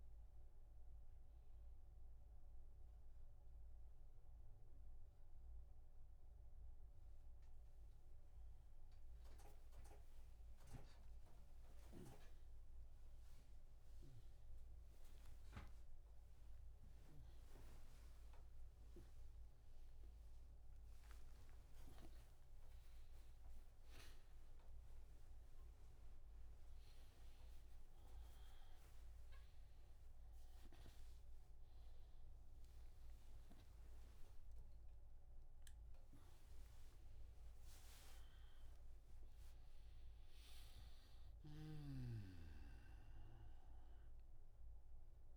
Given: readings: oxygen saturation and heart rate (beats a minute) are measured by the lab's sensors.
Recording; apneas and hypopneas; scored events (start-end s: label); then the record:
a person awake in a sleep study, by a room microphone; none
12.00-17.50 s: snoring (device-marked)
From the record:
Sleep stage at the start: awake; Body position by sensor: on the back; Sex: male